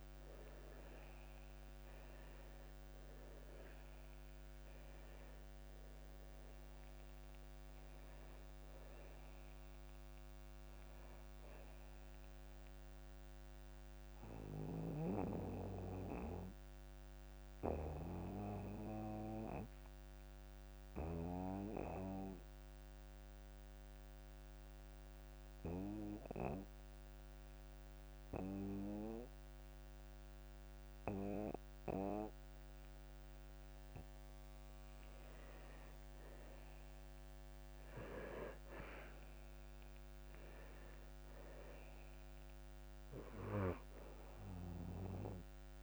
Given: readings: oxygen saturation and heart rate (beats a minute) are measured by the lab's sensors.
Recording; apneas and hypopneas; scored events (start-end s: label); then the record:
breathing in sleep by a microphone on the trachea; 1
0.00-1.00 s: arousal
0.00-29.00 s: oxygen desaturation (device-marked, oxygen 83% lowest)
15.00-35.00 s: obstructive apnea (oxygen 95% before, 80% lowest)
37.50-41.00 s: arousal
42.00-45.83 s: oxygen desaturation (device-marked, oxygen 98% before, 89% lowest)
From the record:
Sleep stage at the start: N2 (light sleep); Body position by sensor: on the back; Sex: male